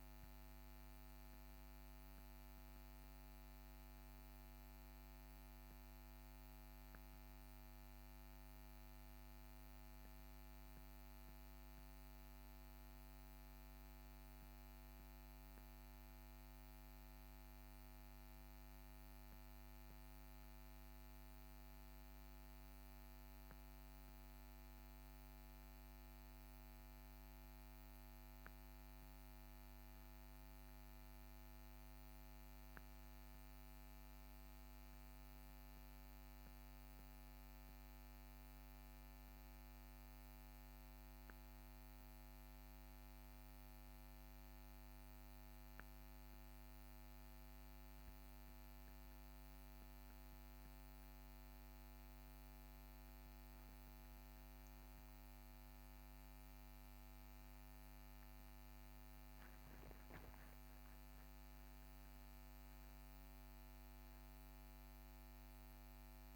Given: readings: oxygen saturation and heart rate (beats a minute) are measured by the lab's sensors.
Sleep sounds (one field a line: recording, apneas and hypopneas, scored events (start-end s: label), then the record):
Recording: a person awake in a sleep study, hard to hear, by a microphone on the trachea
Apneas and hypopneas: none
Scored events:
none scored
From the record:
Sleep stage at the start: awake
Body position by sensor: on the back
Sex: male